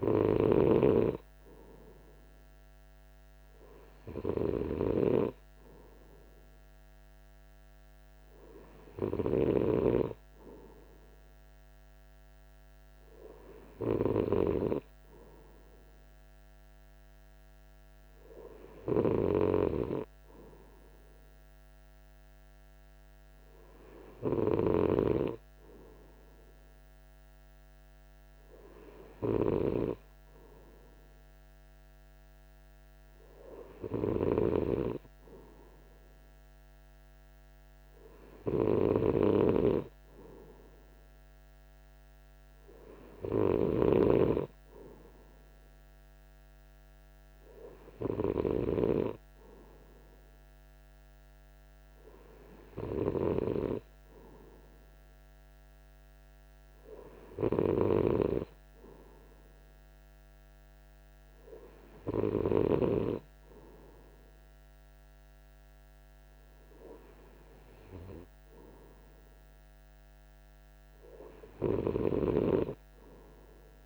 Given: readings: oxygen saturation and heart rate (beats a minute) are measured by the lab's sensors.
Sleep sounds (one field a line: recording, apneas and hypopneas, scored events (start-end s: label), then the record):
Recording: breathing in sleep by a microphone on the trachea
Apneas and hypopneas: none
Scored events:
none scored
From the record:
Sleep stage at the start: N3 (deep sleep)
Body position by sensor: on the right side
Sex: male